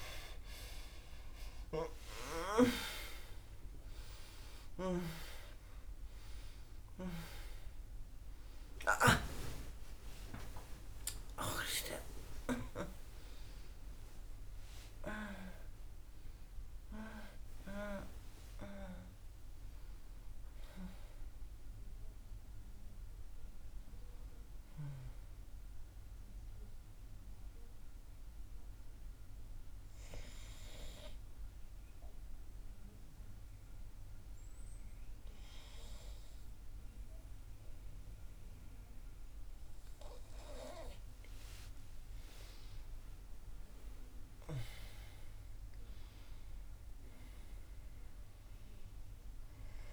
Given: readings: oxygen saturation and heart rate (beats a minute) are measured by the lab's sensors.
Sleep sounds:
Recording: breathing in sleep by a room microphone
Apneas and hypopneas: 1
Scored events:
0.00-4.00 s: arousal
0.00-28.00 s: oxygen desaturation (device-marked, oxygen 75% lowest, heart rate 58 extreme)
9.00-39.00 s: new sleep stage, N1 (lightest sleep)
13.50-15.50 s: long interval between heartbeats (device-marked, heart rate 72 before, 80 extreme)
26.00-41.00 s: hypopnea (oxygen 94% before, 93% lowest, heart rate 75 before, 58 extreme, up 5 after)
39.00-49.93 s: new sleep stage, N2 (light sleep)
42.50-48.00 s: arousal
From the record:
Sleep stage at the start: REM sleep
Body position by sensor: on the back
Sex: female

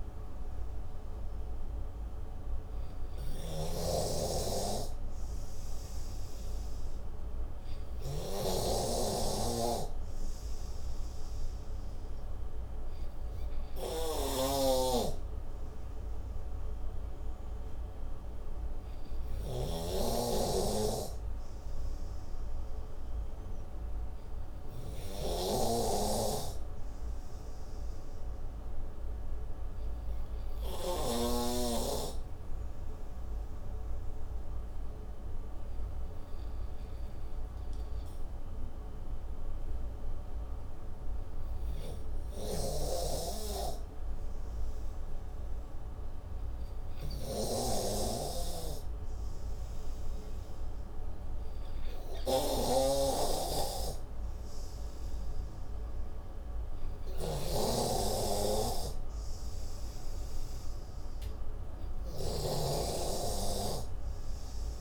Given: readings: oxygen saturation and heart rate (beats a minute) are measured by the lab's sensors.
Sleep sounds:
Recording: breathing in sleep by a room microphone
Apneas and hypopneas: none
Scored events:
4.00-9.50 s: snoring (device-marked)
4.00-21.00 s: oxygen desaturation (device-marked, oxygen 96% before, 86% lowest)
20.00-26.00 s: snoring (device-marked)
50.00-64.81 s: oxygen desaturation (device-marked, oxygen 93% before, 83% lowest)
58.00-64.81 s: snoring (device-marked)
From the record:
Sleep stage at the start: N3 (deep sleep)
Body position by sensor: on the right side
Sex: male

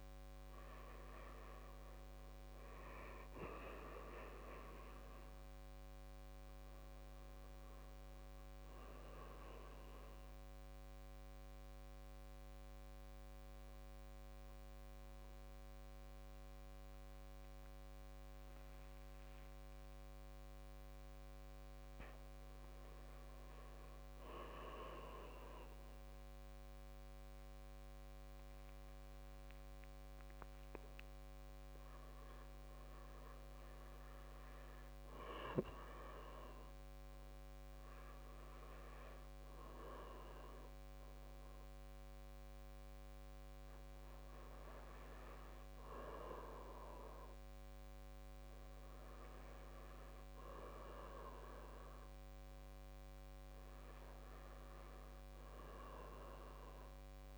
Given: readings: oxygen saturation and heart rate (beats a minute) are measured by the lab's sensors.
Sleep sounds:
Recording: breathing in sleep by a microphone on the trachea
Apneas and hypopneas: 1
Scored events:
9.00-21.50 s: central apnea (oxygen 96% before, 94% lowest, heart rate 65 before, 57 extreme, up 7 after)
23.50-27.50 s: arousal
36.50-57.38 s: new sleep stage, N2 (light sleep)
From the record:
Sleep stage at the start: N1 (lightest sleep)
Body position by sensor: on the back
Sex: male

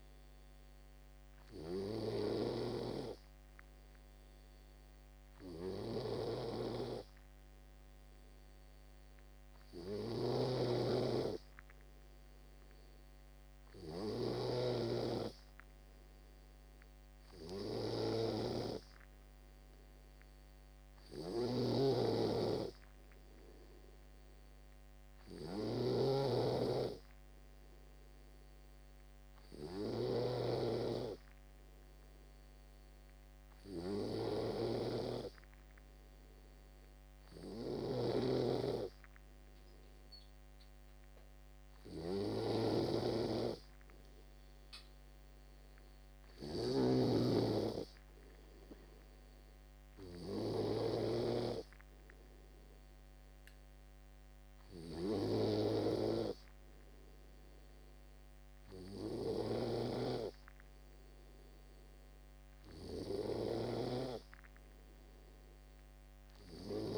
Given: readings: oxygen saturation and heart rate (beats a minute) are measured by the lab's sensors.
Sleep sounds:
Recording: breathing in sleep by a microphone on the trachea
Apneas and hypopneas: none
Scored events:
0.00-3.00 s: snoring (device-marked)
10.00-15.00 s: snoring (device-marked)
21.50-26.50 s: snoring (device-marked)
43.00-51.50 s: snoring (device-marked)
From the record:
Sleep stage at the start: N3 (deep sleep)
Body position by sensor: on the back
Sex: male

